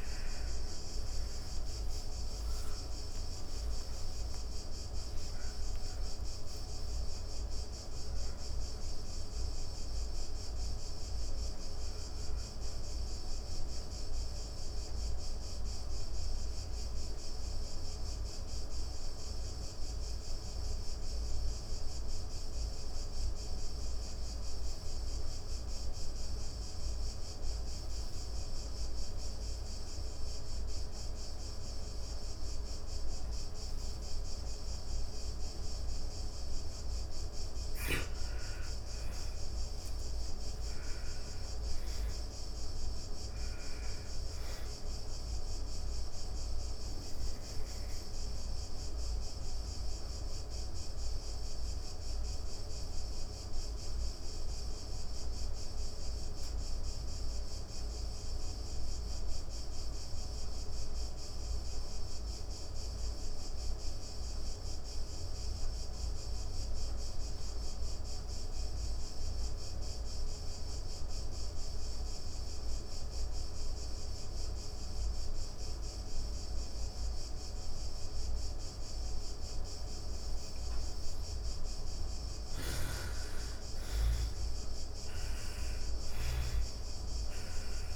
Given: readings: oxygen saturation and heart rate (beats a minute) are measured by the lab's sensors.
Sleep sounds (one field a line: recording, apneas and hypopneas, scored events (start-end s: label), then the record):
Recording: breathing in sleep, hard to hear, by a room microphone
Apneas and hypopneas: 2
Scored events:
0.00-4.50 s: arousal
0.00-22.50 s: oxygen desaturation (device-marked, oxygen 78% lowest, heart rate 86 extreme)
10.50-34.50 s: obstructive apnea (oxygen 96% before, 78% lowest, heart rate 108 before, 89 extreme, up 1 after)
37.00-40.50 s: arousal
41.50-59.50 s: oxygen desaturation (device-marked, oxygen 98% before, 90% lowest, heart rate 119 before, 75 extreme)
49.00-79.50 s: obstructive apnea (oxygen 100% before, 82% lowest, heart rate 122 before, 75 extreme)
72.50-87.96 s: oxygen desaturation (device-marked, oxygen 99% before, 82% lowest, heart rate 116 before, 83 extreme)
82.00-86.50 s: arousal
82.50-87.50 s: snoring (device-marked)
From the record:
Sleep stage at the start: N2 (light sleep)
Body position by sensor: on the back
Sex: female